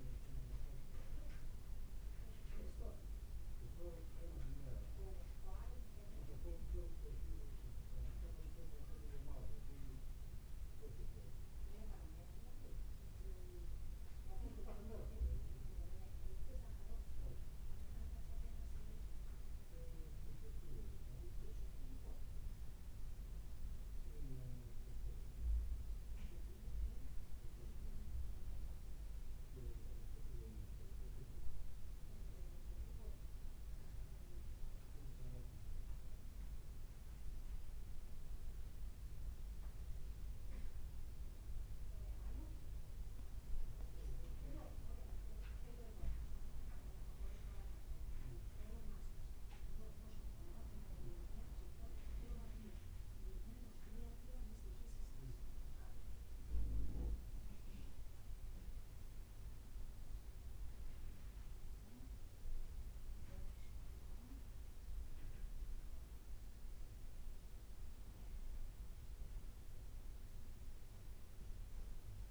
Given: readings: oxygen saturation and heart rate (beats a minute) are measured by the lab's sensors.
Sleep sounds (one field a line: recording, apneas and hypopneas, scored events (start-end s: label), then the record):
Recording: breathing in sleep by a room microphone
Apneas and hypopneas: 1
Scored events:
8.50-72.31 s: new sleep stage, N2 (light sleep)
34.50-45.50 s: central apnea (oxygen 98% before, 92% lowest, heart rate 55 before, 52 extreme, up 2 after)
48.50-52.50 s: arousal
51.50-59.50 s: oxygen desaturation (device-marked, oxygen 96% before, 93% lowest, heart rate 53 before, 55 extreme)
From the record:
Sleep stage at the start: N1 (lightest sleep)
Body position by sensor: on the back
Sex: male